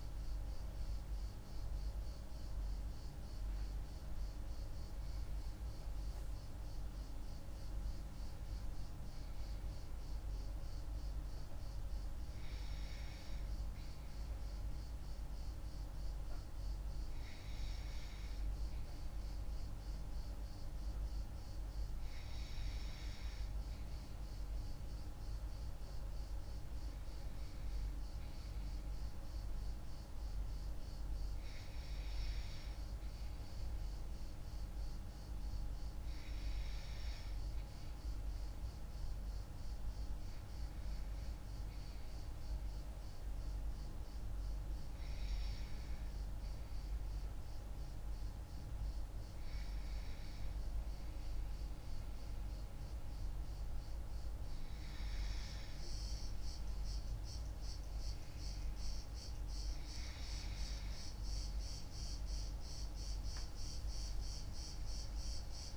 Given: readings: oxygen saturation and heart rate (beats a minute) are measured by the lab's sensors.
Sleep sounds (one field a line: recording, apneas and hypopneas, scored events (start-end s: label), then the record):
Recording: breathing in sleep, hard to hear, by a room microphone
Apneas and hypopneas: none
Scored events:
none scored
From the record:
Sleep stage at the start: N2 (light sleep)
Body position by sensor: on the left side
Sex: female